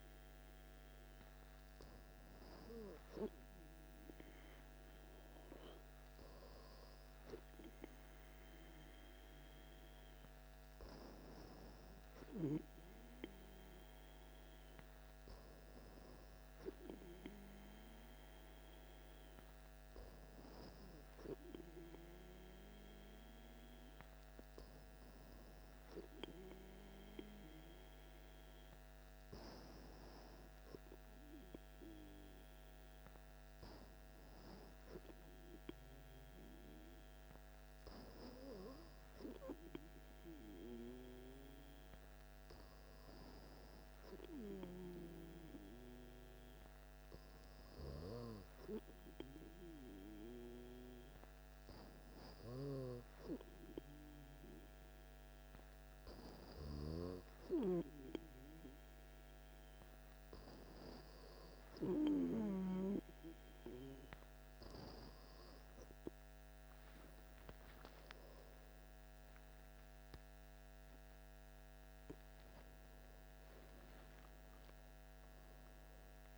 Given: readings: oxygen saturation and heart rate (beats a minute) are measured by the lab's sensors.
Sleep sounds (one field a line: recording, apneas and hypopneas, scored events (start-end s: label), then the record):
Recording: breathing in sleep by a microphone on the trachea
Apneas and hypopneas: 1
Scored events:
38.50-62.50 s: hypopnea (oxygen 97% before, 95% lowest, heart rate 59 before, 58 extreme, up 3 after)
69.00-75.50 s: arousal
From the record:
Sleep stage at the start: N2 (light sleep)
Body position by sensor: on the back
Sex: male